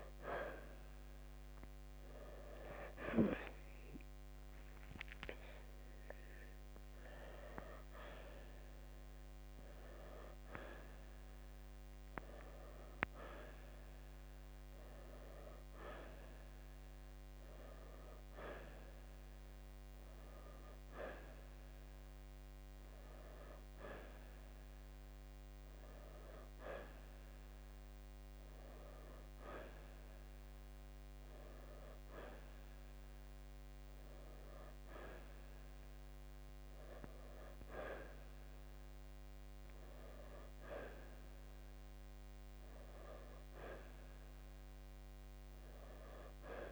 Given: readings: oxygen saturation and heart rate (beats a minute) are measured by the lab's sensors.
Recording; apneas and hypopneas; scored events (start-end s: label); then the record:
breathing in sleep by a microphone on the trachea; none
none scored
From the record:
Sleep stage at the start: N1 (lightest sleep); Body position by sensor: on the right side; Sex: male